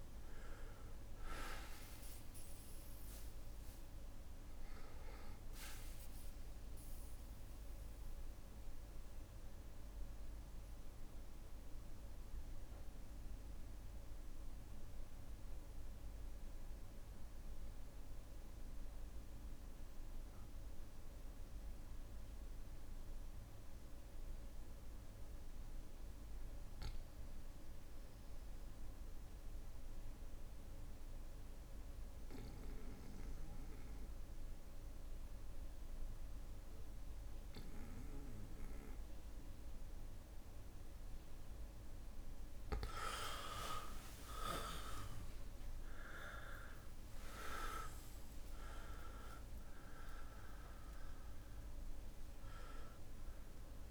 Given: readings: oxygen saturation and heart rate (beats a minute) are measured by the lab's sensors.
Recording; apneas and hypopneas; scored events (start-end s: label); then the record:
breathing in sleep by a room microphone; 1
0.00-19.50 s: oxygen desaturation (device-marked, oxygen 93% lowest, heart rate 56 extreme)
4.50-29.50 s: bradycardia (device-marked, heart rate 62 before, 56 extreme)
9.00-41.00 s: obstructive apnea (oxygen 98% before, 93% lowest, heart rate 60 before, 56 extreme, up 41 after)
33.50-52.50 s: oxygen desaturation (device-marked, oxygen 99% before, 93% lowest, heart rate 58 before, 59 extreme)
43.00-45.00 s: long interval between heartbeats (device-marked, heart rate 59 before, 68 extreme)
43.00-48.50 s: arousal
45.00-47.00 s: long interval between heartbeats (device-marked, heart rate 61 before, 88 extreme)
47.00-49.00 s: long interval between heartbeats (device-marked, heart rate 64 before, 95 extreme)
From the record:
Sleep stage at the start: N2 (light sleep); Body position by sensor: on the back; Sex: male